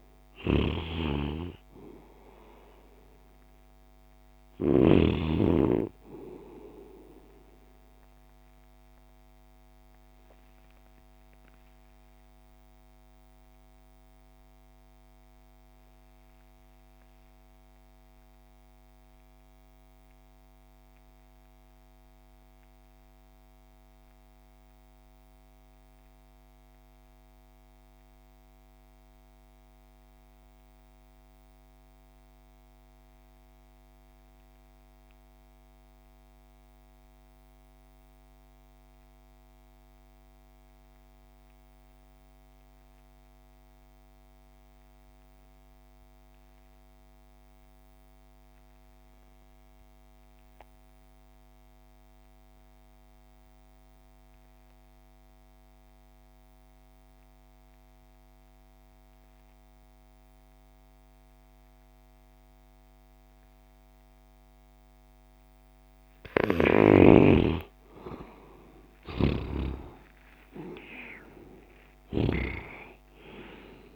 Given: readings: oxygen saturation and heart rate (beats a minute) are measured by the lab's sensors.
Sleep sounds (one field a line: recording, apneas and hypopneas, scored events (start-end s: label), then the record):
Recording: breathing in sleep by a microphone on the trachea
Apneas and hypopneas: 1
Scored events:
0.00-1.00 s: arousal
0.00-4.50 s: snoring (device-marked)
0.00-25.00 s: oxygen desaturation (device-marked, oxygen 76% lowest)
8.00-65.50 s: obstructive apnea (oxygen 97% before, 67% lowest)
41.00-73.95 s: oxygen desaturation (device-marked, oxygen 97% before, 67% lowest)
67.50-72.00 s: arousal
68.50-73.95 s: snoring (device-marked)
From the record:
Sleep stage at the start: REM sleep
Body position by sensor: on the left side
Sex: male